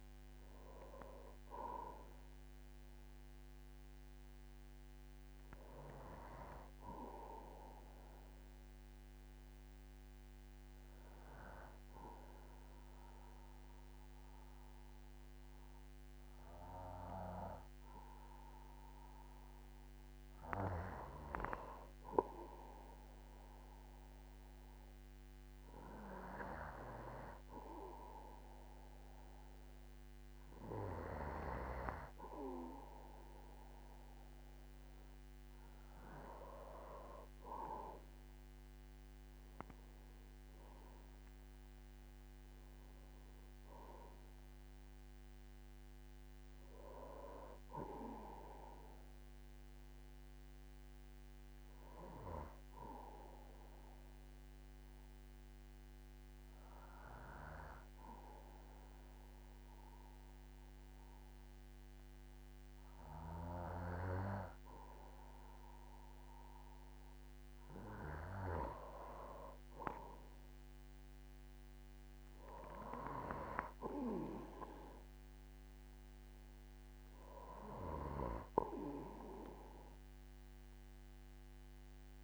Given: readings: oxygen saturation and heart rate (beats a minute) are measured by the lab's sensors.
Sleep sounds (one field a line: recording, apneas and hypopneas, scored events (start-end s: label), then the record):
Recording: breathing in sleep by a microphone on the trachea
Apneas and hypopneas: 2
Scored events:
0.00-17.50 s: oxygen desaturation (device-marked, oxygen 93% lowest, heart rate 47 extreme)
8.00-20.00 s: obstructive apnea (oxygen 98% before, 93% lowest, heart rate 54 before, 48 extreme, up 6 after)
22.50-26.00 s: arousal
52.50-66.00 s: obstructive apnea (oxygen 98% before, 91% lowest, heart rate 55 before, 49 extreme, up 11 after)
70.00-73.50 s: arousal
74.50-81.50 s: oxygen desaturation (device-marked, oxygen 97% before, 94% lowest, heart rate 53 before, 49 extreme)
From the record:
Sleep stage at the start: N2 (light sleep)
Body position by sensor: on the back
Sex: male